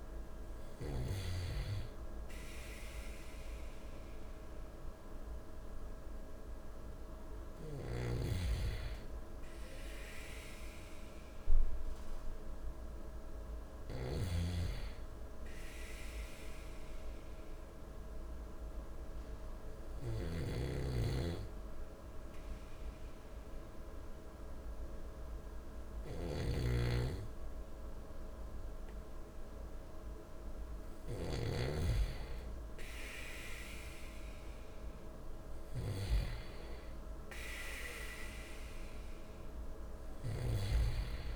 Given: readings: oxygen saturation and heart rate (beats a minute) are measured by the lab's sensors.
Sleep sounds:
breathing in sleep by a room microphone; 1
8.00-31.50 s: snoring (device-marked)
16.00-29.50 s: obstructive apnea (oxygen 97% before, 95% lowest, heart rate 56 before, 54 extreme, up 6 after)
31.50-35.00 s: arousal
From the record:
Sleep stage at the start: N2 (light sleep); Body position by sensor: on the back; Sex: male

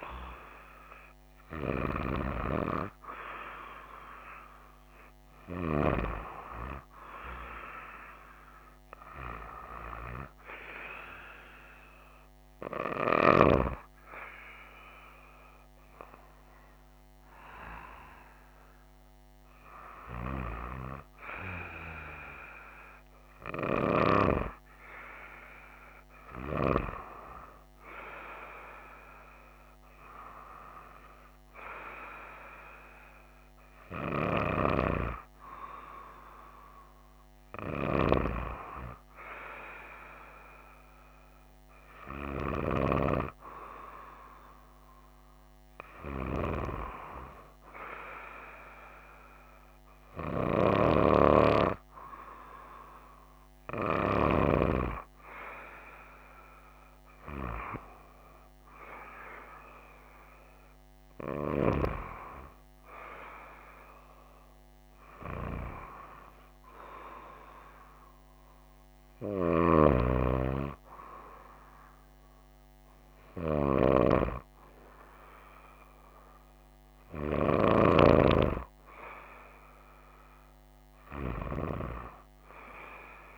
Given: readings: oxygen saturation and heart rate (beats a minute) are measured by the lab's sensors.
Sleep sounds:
breathing in sleep by a microphone on the trachea; none
none scored
From the record:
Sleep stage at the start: N2 (light sleep); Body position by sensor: on the right side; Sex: female

